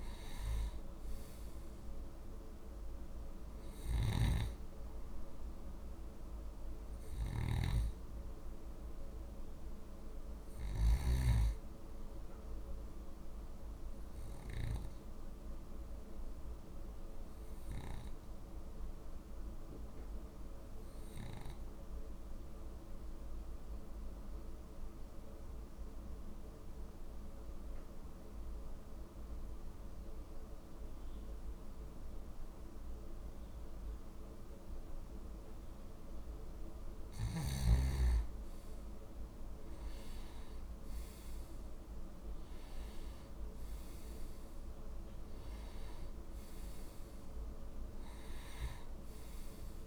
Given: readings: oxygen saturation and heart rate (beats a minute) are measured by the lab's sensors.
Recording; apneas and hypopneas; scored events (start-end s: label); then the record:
breathing in sleep, hard to hear, by a room microphone; 1
7.00-11.00 s: snoring (device-marked)
15.50-37.00 s: obstructive apnea (oxygen 96% before, 89% lowest, heart rate 52 before, 48 extreme, up 14 after)
19.00-32.00 s: oxygen desaturation (device-marked, oxygen 95% before, 89% lowest, heart rate 51 before, 48 extreme)
40.00-43.50 s: arousal
43.00-49.87 s: oxygen desaturation (device-marked, oxygen 97% before, 91% lowest, heart rate 52 before, 48 extreme)
From the record:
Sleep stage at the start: N2 (light sleep); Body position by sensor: on the back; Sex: male